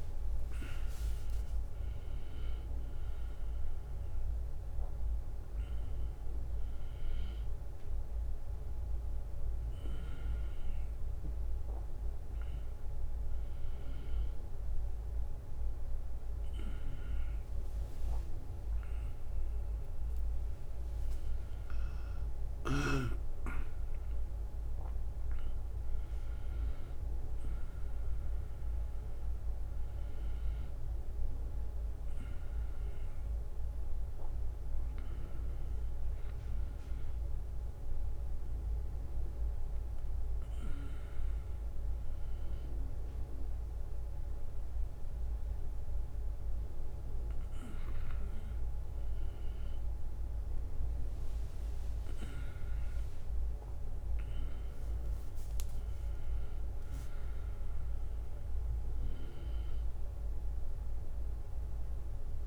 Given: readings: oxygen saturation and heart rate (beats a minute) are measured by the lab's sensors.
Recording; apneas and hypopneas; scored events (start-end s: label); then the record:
a person awake in a sleep study, hard to hear, by a room microphone; none
0.00-9.50 s: drop in pulse transit time (device-marked, heart rate 83 extreme)
3.50-7.50 s: oxygen desaturation (device-marked, oxygen 92% before, 88% lowest, heart rate 90 before, 67 extreme)
6.00-8.00 s: long interval between heartbeats (device-marked, heart rate 92 before, 85 extreme)
10.00-12.00 s: long interval between heartbeats (device-marked, heart rate 93 before, 80 extreme)
53.50-62.47 s: new sleep stage, N1 (lightest sleep)
From the record:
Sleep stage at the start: awake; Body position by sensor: on the back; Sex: male